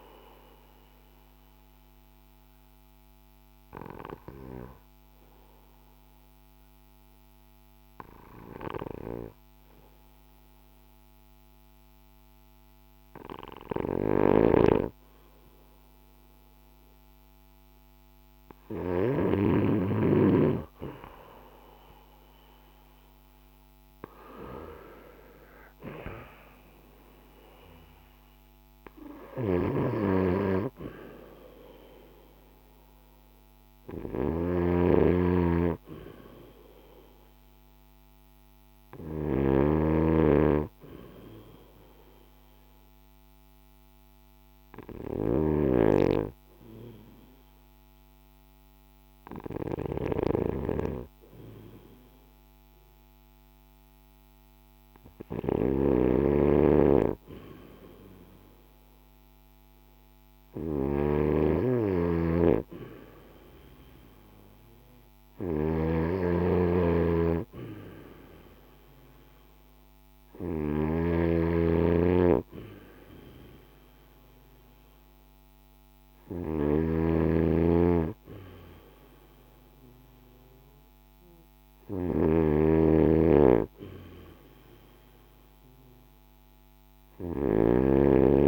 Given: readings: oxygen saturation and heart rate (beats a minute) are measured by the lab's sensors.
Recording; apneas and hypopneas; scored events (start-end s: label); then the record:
breathing in sleep by a microphone on the trachea; 2
0.50-19.50 s: obstructive apnea (oxygen 97% before, 93% lowest, heart rate 85 before, 42 extreme, up 16 after)
13.50-19.00 s: snoring (device-marked)
22.00-25.50 s: arousal
25.50-54.50 s: oxygen desaturation (device-marked, oxygen 98% before, 93% lowest, heart rate 47 before, 45 extreme)
34.00-45.00 s: snoring (device-marked)
41.00-56.00 s: obstructive apnea (oxygen 98% before, 93% lowest, heart rate 56 before, 45 extreme, up 6 after)
55.00-88.48 s: snoring (device-marked)
58.50-62.50 s: arousal
From the record:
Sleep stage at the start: N2 (light sleep); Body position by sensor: on the right side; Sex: male